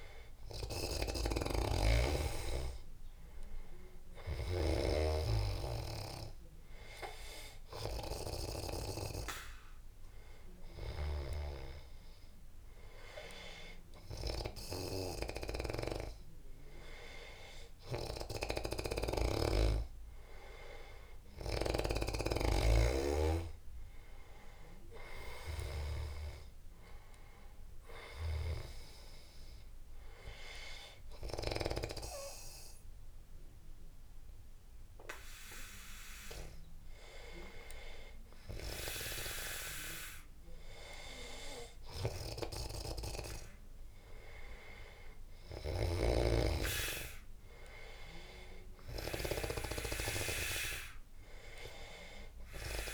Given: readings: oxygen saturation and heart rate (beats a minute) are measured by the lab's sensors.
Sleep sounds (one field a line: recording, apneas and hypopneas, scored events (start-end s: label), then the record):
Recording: breathing in sleep by a room microphone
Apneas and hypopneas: none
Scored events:
0.00-5.00 s: snoring (device-marked)
19.00-23.00 s: snoring (device-marked)
From the record:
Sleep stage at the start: N2 (light sleep)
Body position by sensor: on the back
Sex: male